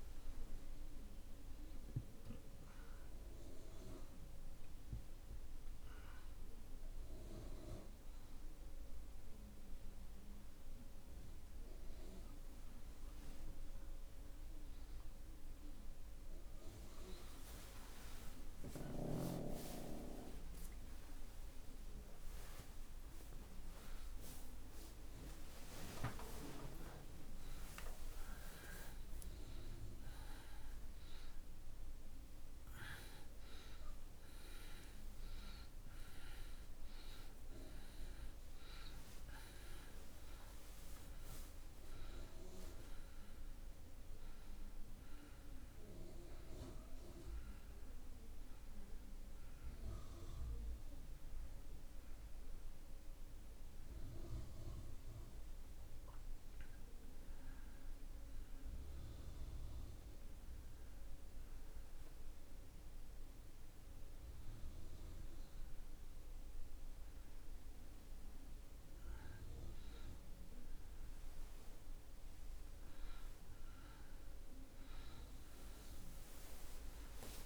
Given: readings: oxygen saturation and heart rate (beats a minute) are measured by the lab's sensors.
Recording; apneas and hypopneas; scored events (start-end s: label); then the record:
a person awake in a sleep study, by a room microphone; none
0.00-7.50 s: oxygen desaturation (device-marked, oxygen 86% lowest)
33.50-59.50 s: oxygen desaturation (device-marked, oxygen 95% before, 91% lowest)
From the record:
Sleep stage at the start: awake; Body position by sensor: on the back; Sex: male